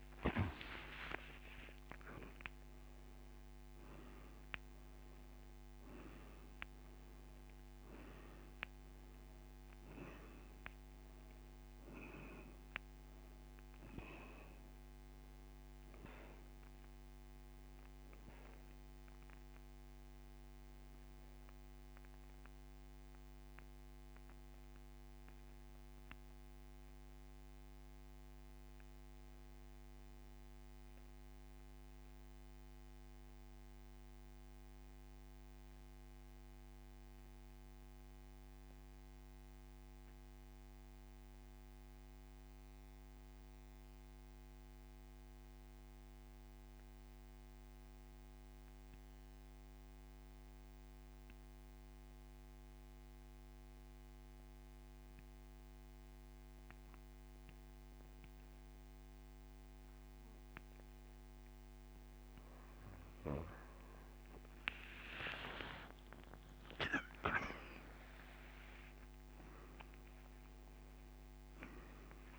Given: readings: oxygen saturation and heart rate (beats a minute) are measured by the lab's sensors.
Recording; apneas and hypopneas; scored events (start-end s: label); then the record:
breathing in sleep by a microphone on the trachea; 1
0.00-1.50 s: arousal
7.00-60.00 s: oxygen desaturation (device-marked, oxygen 97% before, 84% lowest)
25.00-62.00 s: mixed apnea (oxygen 97% before, 83% lowest)
From the record:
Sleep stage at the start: N2 (light sleep); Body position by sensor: on the back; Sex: male